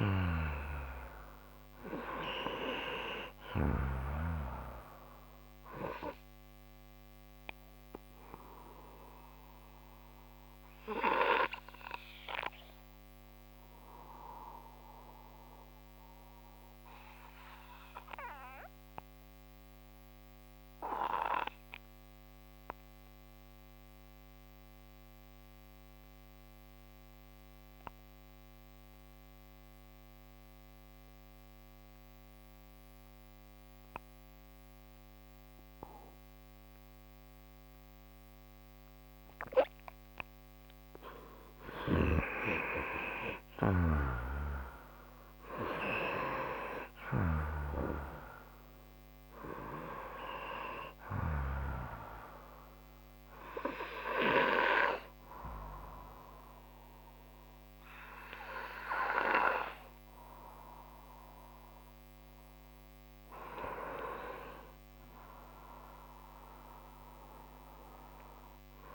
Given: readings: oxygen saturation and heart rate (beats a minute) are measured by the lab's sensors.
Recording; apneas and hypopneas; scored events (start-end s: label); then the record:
breathing in sleep by a microphone on the trachea; 2
0.00-4.00 s: snoring (device-marked)
0.00-24.00 s: oxygen desaturation (device-marked, oxygen 89% lowest)
9.00-41.00 s: obstructive apnea (oxygen 97% before, 89% lowest)
42.50-46.00 s: arousal
43.50-51.50 s: snoring (device-marked)
52.00-62.00 s: obstructive apnea (oxygen 97% before, 89% lowest)
54.00-68.95 s: oxygen desaturation (device-marked, oxygen 94% before, 89% lowest)
65.00-68.00 s: arousal
From the record:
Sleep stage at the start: N2 (light sleep); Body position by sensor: on the right side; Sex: male